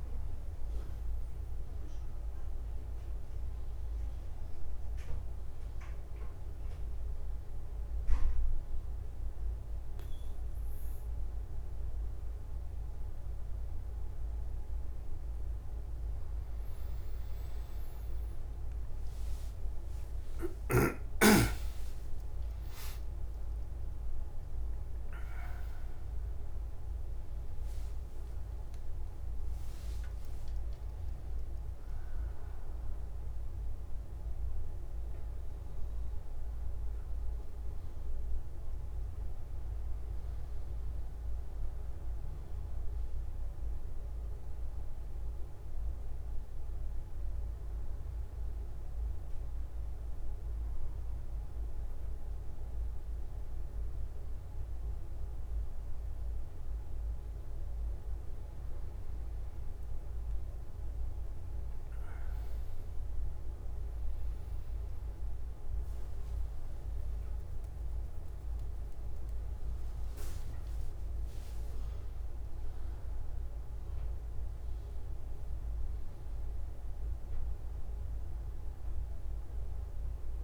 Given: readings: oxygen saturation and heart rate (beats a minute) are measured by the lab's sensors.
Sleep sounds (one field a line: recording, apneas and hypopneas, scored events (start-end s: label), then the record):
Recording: breathing in sleep, hard to hear, by a room microphone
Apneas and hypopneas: 2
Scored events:
0.00-2.00 s: oxygen desaturation (device-marked, oxygen 94% lowest, heart rate 91 extreme)
1.50-16.50 s: obstructive apnea (oxygen 98% before, 93% lowest, heart rate 101 before, 61 extreme, up 22 after)
23.00-44.00 s: oxygen desaturation (device-marked, oxygen 99% before, 93% lowest)
46.50-57.50 s: obstructive apnea (oxygen 99% before, 94% lowest)
From the record:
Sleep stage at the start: N1 (lightest sleep)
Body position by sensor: on the back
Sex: male